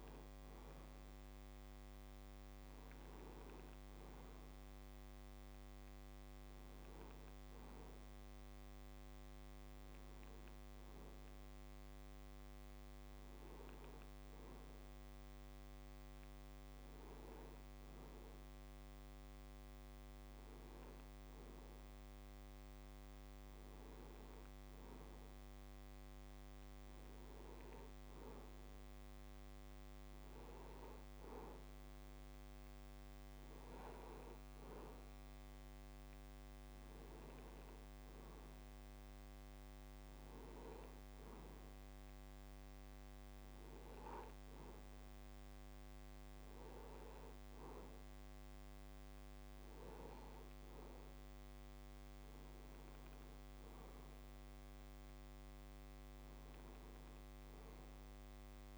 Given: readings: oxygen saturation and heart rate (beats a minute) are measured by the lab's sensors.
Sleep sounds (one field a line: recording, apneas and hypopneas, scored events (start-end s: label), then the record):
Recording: breathing in sleep, hard to hear, by a microphone on the trachea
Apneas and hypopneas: none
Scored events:
0.00-15.00 s: oxygen desaturation (device-marked, oxygen 87% lowest, heart rate 69 extreme)
From the record:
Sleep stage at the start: N2 (light sleep)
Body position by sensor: on the back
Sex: male